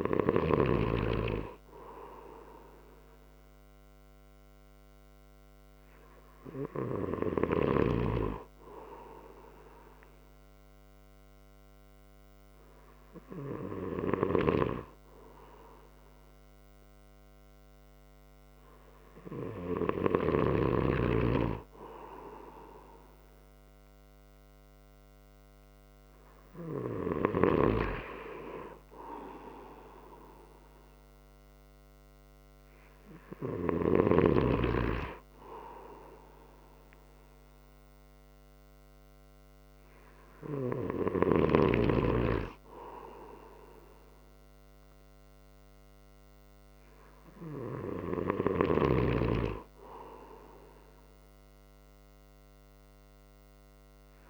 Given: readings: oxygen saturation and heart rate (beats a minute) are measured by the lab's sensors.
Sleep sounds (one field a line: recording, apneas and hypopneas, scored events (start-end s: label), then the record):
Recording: breathing in sleep by a microphone on the trachea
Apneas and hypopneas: none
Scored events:
14.00-20.50 s: snoring (device-marked)
From the record:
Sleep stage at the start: N2 (light sleep)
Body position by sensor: on the right side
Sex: male